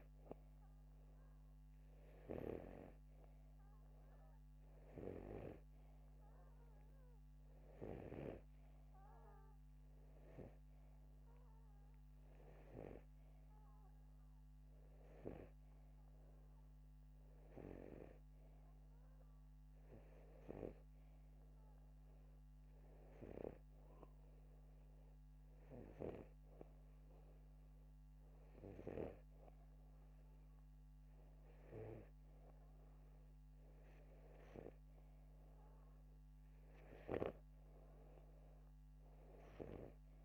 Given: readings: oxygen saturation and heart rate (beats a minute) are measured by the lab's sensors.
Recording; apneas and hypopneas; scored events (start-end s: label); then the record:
breathing in sleep by a microphone on the trachea; none
none scored
From the record:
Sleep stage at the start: N2 (light sleep); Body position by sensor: upright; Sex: male